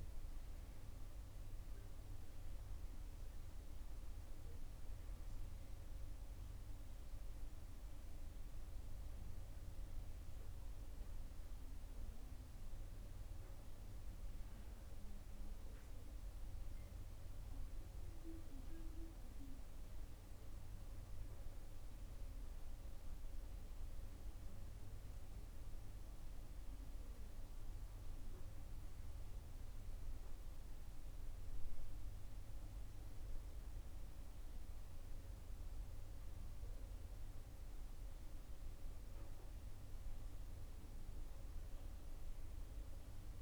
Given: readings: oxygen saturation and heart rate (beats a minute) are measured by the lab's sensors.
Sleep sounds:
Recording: a person awake in a sleep study, hard to hear, by a room microphone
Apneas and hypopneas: none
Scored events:
none scored
From the record:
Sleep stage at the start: awake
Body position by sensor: on the right side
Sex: female

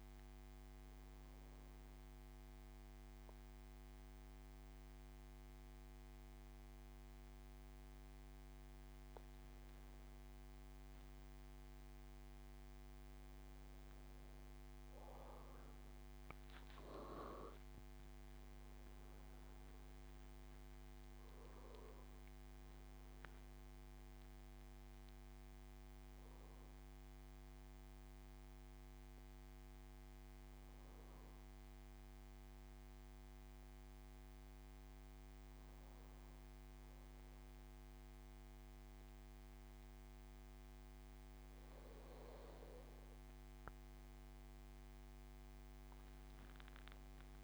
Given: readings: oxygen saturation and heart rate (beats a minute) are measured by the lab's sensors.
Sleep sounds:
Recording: breathing in sleep, hard to hear, by a microphone on the trachea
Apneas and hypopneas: 1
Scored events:
3.50-15.50 s: mixed apnea (oxygen 97% before, 95% lowest, heart rate 83 before, 77 extreme, up 13 after)
17.50-22.00 s: arousal
From the record:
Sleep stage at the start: N2 (light sleep)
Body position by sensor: on the back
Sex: male

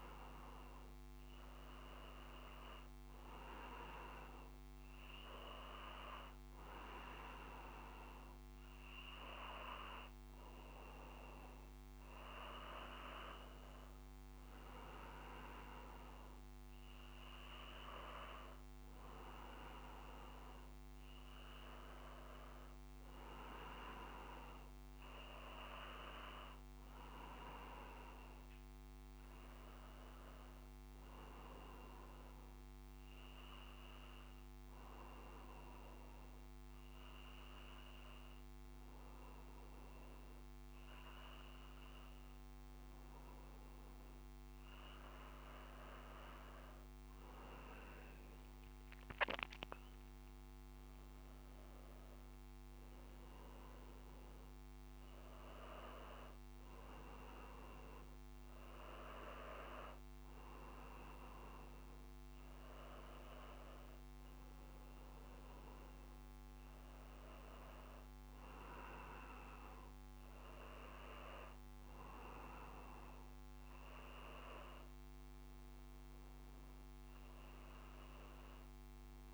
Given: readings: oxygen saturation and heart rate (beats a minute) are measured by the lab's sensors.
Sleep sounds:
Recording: breathing in sleep by a microphone on the trachea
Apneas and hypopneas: none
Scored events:
48.00-51.50 s: arousal
From the record:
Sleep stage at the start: N2 (light sleep)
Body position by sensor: on the back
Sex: male

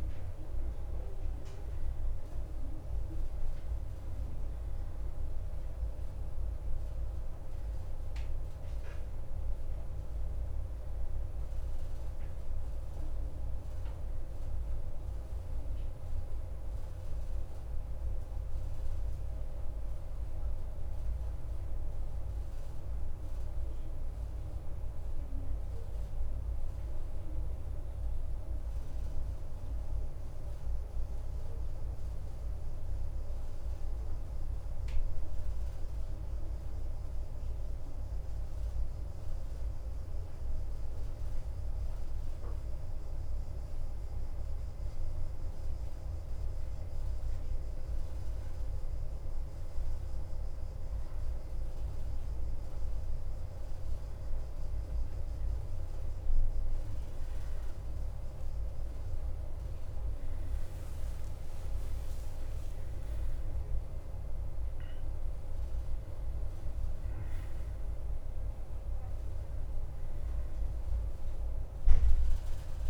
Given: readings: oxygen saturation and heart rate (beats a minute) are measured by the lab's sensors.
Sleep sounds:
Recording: breathing in sleep, hard to hear, by a room microphone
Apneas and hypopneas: 1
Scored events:
0.00-2.50 s: oxygen desaturation (device-marked, oxygen 90% lowest, heart rate 53 extreme)
11.50-35.50 s: oxygen desaturation (device-marked, oxygen 92% before, 88% lowest, heart rate 61 before, 53 extreme)
20.00-48.50 s: mixed apnea (oxygen 93% before, 88% lowest, heart rate 58 before, 53 extreme, up 4 after)
52.00-57.00 s: arousal
56.50-69.50 s: oxygen desaturation (device-marked, oxygen 96% before, 92% lowest, heart rate 54 before, 54 extreme)
From the record:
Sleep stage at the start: N1 (lightest sleep)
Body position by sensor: on the right side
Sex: male

